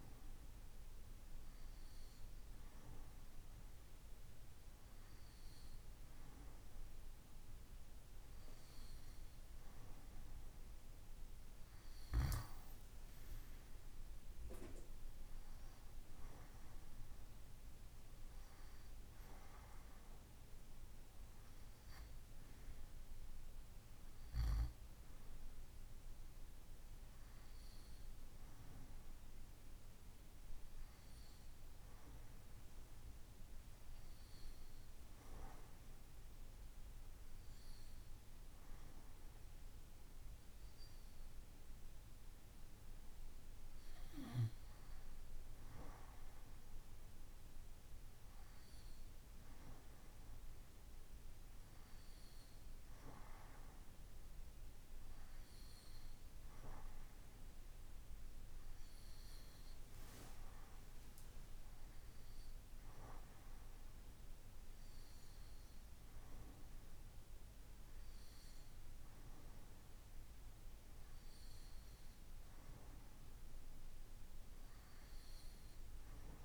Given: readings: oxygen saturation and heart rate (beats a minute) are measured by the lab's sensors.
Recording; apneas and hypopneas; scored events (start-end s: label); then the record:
breathing in sleep, hard to hear, by a room microphone; none
none scored
From the record:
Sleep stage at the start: N2 (light sleep); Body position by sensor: on the right side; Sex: male